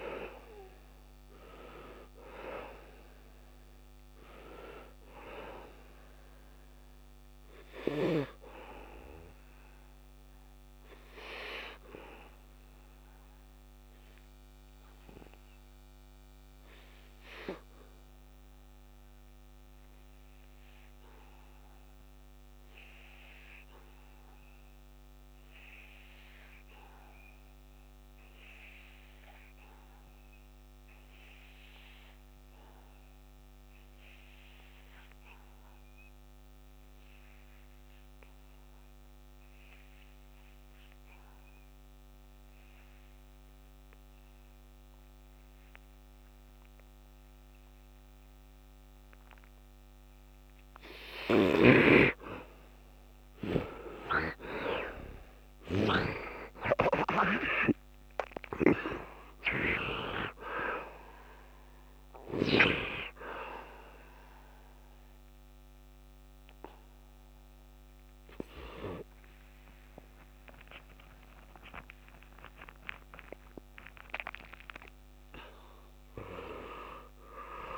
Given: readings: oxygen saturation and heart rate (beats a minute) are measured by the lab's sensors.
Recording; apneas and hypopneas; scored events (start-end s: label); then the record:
breathing in sleep by a microphone on the trachea; 1
0.00-21.50 s: oxygen desaturation (device-marked, oxygen 67% lowest, heart rate 73 extreme)
14.00-49.00 s: obstructive apnea (oxygen 97% before, 63% lowest, heart rate 80 before, 73 extreme, up 10 after)
34.50-76.50 s: oxygen desaturation (device-marked, oxygen 100% before, 63% lowest, heart rate 76 before, 69 extreme)
51.00-56.00 s: snoring (device-marked)
51.50-56.50 s: arousal
From the record:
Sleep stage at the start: N2 (light sleep); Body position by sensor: on the right side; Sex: male